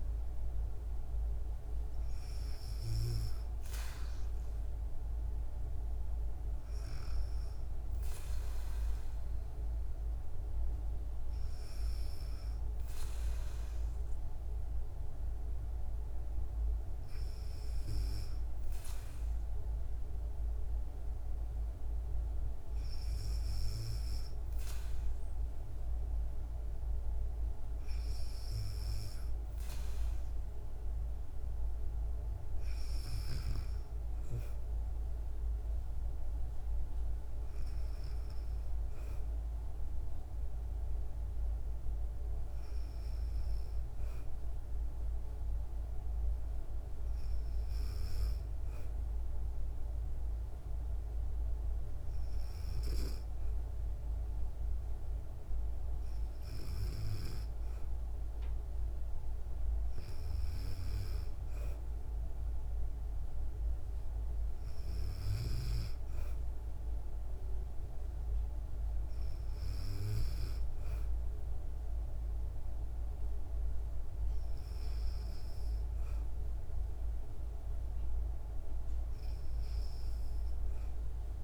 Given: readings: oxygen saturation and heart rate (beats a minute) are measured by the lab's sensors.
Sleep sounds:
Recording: breathing in sleep, hard to hear, by a room microphone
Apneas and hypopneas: none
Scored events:
none scored
From the record:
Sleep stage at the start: N2 (light sleep)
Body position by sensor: on the back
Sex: female

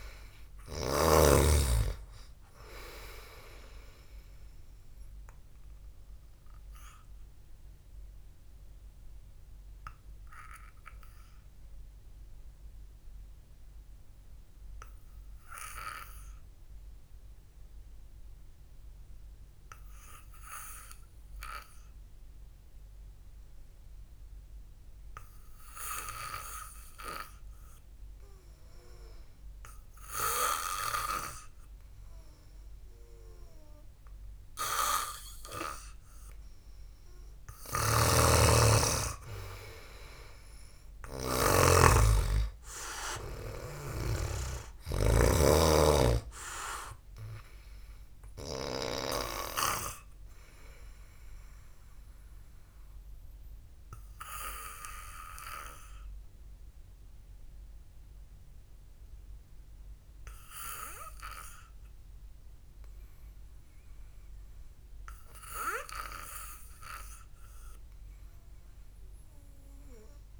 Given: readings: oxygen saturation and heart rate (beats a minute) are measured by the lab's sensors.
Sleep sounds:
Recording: breathing in sleep by a room microphone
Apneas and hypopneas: 2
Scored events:
0.00-1.50 s: snoring (device-marked)
7.00-25.00 s: obstructive apnea (oxygen 98% before, 92% lowest, heart rate 58 before, 50 extreme)
28.00-32.00 s: arousal
38.00-42.00 s: snoring (device-marked)
52.50-66.00 s: obstructive apnea (oxygen 97% before, 92% lowest, heart rate 56 before, 52 extreme, up 3 after)
56.00-68.00 s: oxygen desaturation (device-marked, oxygen 95% before, 92% lowest, heart rate 59 before, 52 extreme)
67.00-70.39 s: arousal
From the record:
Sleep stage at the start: N2 (light sleep)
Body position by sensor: on the back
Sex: male

